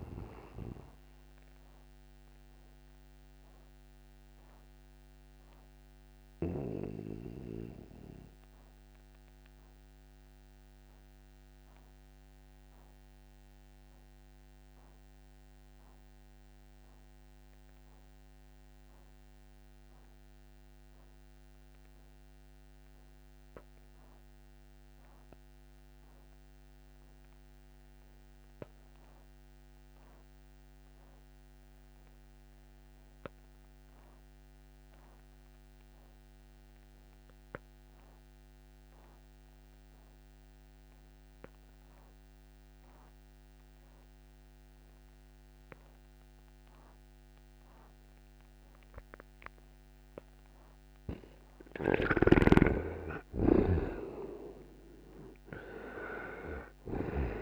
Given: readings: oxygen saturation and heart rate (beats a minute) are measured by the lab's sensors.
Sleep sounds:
breathing in sleep by a microphone on the trachea; 1
0.00-25.50 s: oxygen desaturation (device-marked, oxygen 81% lowest, heart rate 59 extreme)
3.50-49.50 s: mixed apnea (oxygen 98% before, 78% lowest, heart rate 74 before, 59 extreme, up 7 after)
39.50-57.42 s: oxygen desaturation (device-marked, oxygen 98% before, 78% lowest, heart rate 60 before, 59 extreme)
52.00-56.50 s: arousal
52.00-57.42 s: snoring (device-marked)
From the record:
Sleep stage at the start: N2 (light sleep); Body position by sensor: on the right side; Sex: male

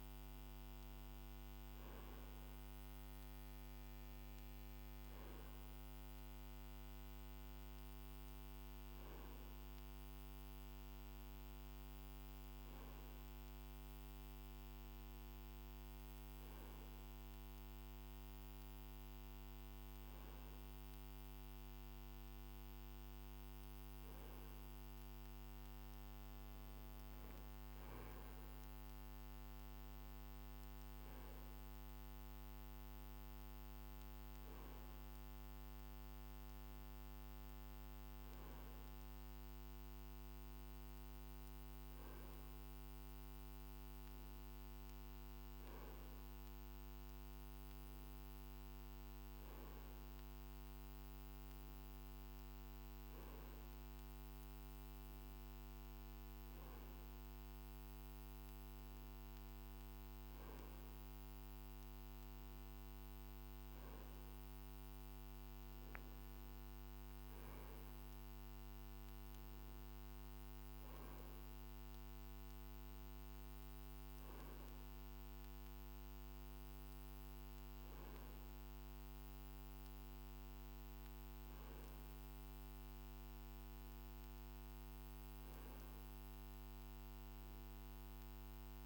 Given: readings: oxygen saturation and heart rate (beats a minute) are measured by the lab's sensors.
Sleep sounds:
breathing in sleep, hard to hear, by a microphone on the trachea; none
none scored
From the record:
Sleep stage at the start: N2 (light sleep); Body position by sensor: on the right side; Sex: male

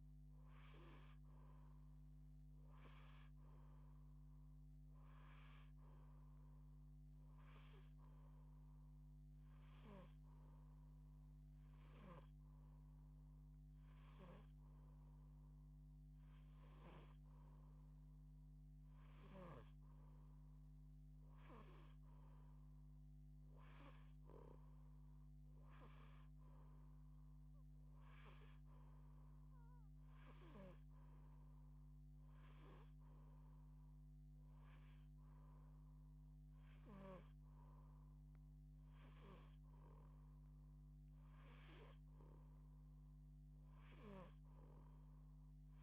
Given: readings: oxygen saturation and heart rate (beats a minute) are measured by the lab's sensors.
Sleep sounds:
breathing in sleep by a microphone on the trachea; 1
1.00-4.50 s: arousal
8.00-18.50 s: hypopnea (oxygen 89% before, 86% lowest)
20.00-23.50 s: arousal
From the record:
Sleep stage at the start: N2 (light sleep); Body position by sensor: on the back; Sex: female

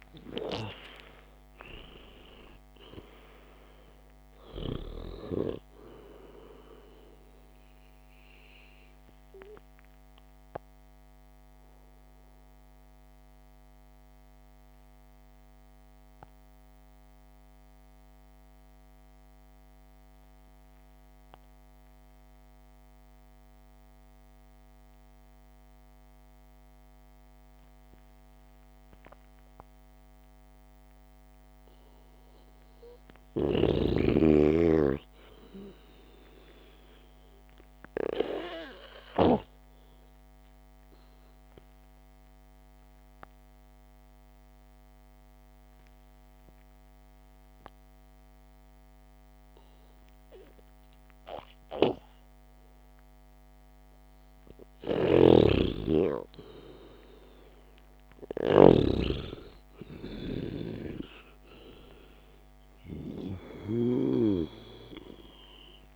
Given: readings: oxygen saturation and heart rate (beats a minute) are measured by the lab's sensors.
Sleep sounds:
breathing in sleep by a microphone on the trachea; 2
0.00-3.50 s: arousal
4.50-11.50 s: oxygen desaturation (device-marked, oxygen 96% before, 91% lowest, heart rate 59 before, 54 extreme)
11.00-33.50 s: obstructive apnea (oxygen 96% before, 89% lowest, heart rate 58 before, 52 extreme, up 1 after)
20.50-29.50 s: oxygen desaturation (device-marked, oxygen 93% before, 90% lowest, heart rate 57 before, 52 extreme)
35.00-38.00 s: arousal
41.00-54.00 s: obstructive apnea (oxygen 98% before, 89% lowest, heart rate 67 before, 52 extreme, up 7 after)
42.50-65.96 s: oxygen desaturation (device-marked, oxygen 98% before, 90% lowest, heart rate 66 before, 52 extreme)
55.50-64.50 s: snoring (device-marked)
59.50-63.50 s: arousal
From the record:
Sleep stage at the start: N2 (light sleep); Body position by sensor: on the back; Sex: male

